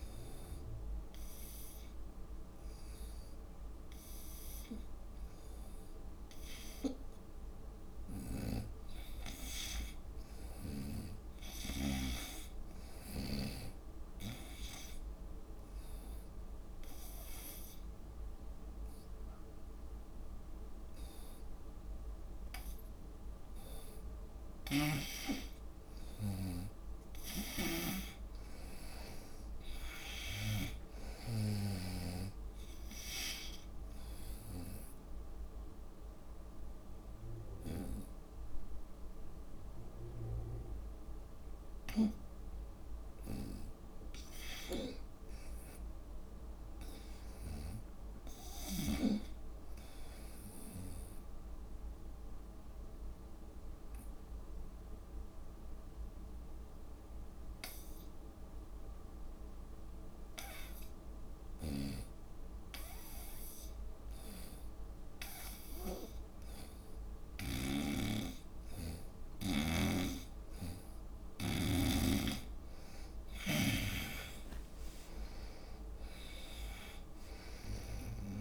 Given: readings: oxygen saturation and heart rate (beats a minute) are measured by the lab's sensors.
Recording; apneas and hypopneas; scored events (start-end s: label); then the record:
breathing in sleep by a room microphone; 3
0.00-7.50 s: oxygen desaturation (device-marked, oxygen 89% lowest, heart rate 69 extreme)
8.00-12.00 s: arousal
14.50-25.00 s: obstructive apnea (oxygen 96% before, 89% lowest, heart rate 71 before, 70 extreme, up 3 after)
24.50-32.50 s: snoring (device-marked)
26.50-30.50 s: arousal
33.50-45.50 s: oxygen desaturation (device-marked, oxygen 95% before, 91% lowest, heart rate 71 before, 70 extreme)
34.00-44.00 s: obstructive apnea (oxygen 96% before, 89% lowest, heart rate 71 before, 70 extreme, up 3 after)
46.00-48.50 s: arousal
50.50-60.50 s: obstructive apnea (oxygen 96% before, 89% lowest, heart rate 72 before, 71 extreme, up 3 after)
61.50-68.00 s: snoring (device-marked)
62.50-66.00 s: arousal
70.00-78.41 s: snoring (device-marked)
70.50-78.41 s: oxygen desaturation (device-marked, oxygen 95% before, 89% lowest, heart rate 72 before, 64 extreme)
From the record:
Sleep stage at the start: N2 (light sleep); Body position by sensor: on the right side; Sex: female